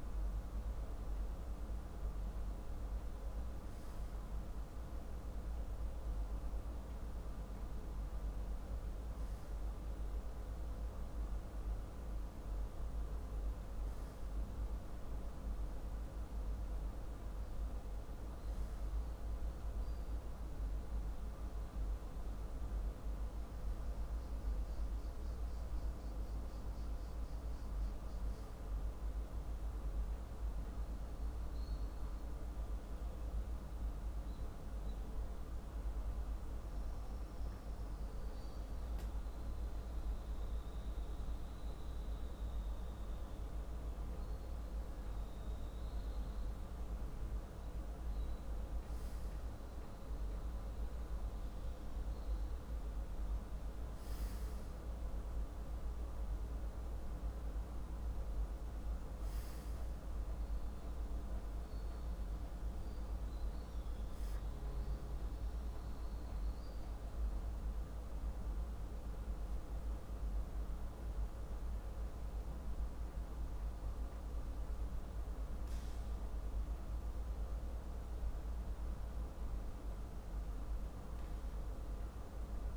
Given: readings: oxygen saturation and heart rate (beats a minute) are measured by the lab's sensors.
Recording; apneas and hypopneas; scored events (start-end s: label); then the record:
breathing in sleep, hard to hear, by a room microphone; 1
33.50-47.00 s: hypopnea (oxygen 97% before, 96% lowest, heart rate 49 before, 47 extreme, up 5 after)
48.50-51.50 s: arousal
From the record:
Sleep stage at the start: N2 (light sleep); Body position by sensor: on the back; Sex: male